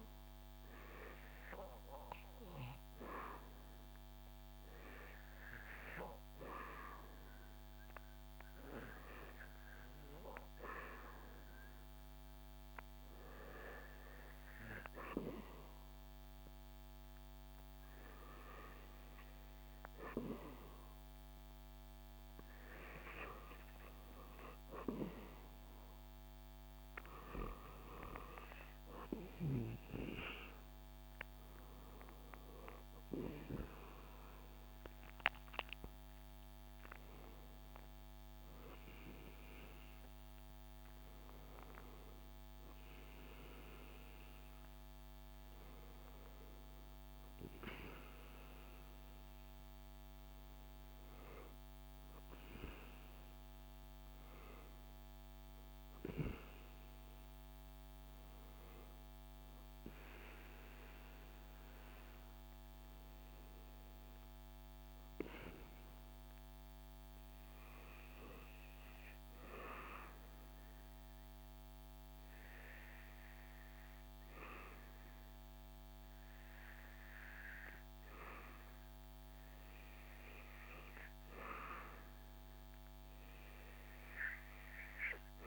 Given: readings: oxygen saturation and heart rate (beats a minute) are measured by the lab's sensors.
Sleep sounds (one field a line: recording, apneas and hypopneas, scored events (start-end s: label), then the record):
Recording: breathing in sleep by a microphone on the trachea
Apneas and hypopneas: 1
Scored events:
0.00-5.50 s: oxygen desaturation (device-marked, oxygen 92% lowest, heart rate 76 extreme)
20.50-85.47 s: new sleep stage, N2 (light sleep)
56.50-60.00 s: arousal
65.00-78.50 s: hypopnea (oxygen 100% before, 91% lowest, heart rate 69 before, 65 extreme, up 9 after)
80.00-84.00 s: arousal
From the record:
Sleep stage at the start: REM sleep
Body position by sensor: on the back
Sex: male